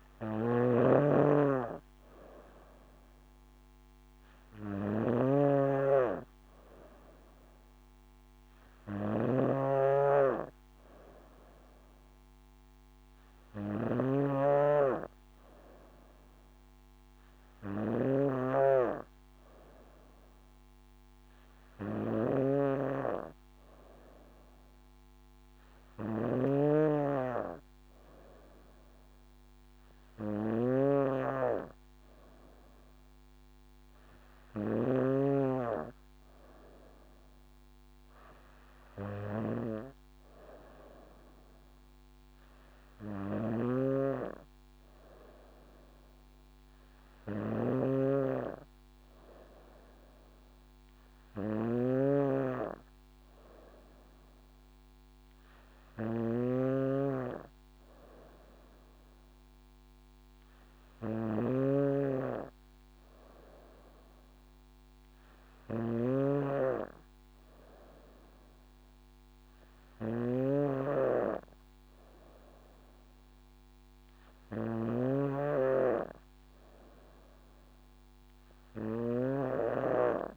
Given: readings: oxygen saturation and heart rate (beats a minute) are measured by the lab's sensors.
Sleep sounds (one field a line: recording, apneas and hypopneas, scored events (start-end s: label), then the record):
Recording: breathing in sleep by a microphone on the trachea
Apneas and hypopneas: none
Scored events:
0.00-3.50 s: drop in pulse transit time (device-marked, heart rate 62 extreme)
0.00-7.50 s: oxygen desaturation (device-marked, oxygen 93% lowest, heart rate 60 extreme)
0.00-35.00 s: snoring (device-marked)
7.50-22.50 s: drop in pulse transit time (device-marked, heart rate 63 before, 60 extreme)
43.50-80.37 s: snoring (device-marked)
From the record:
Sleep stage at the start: N2 (light sleep)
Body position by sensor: on the back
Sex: female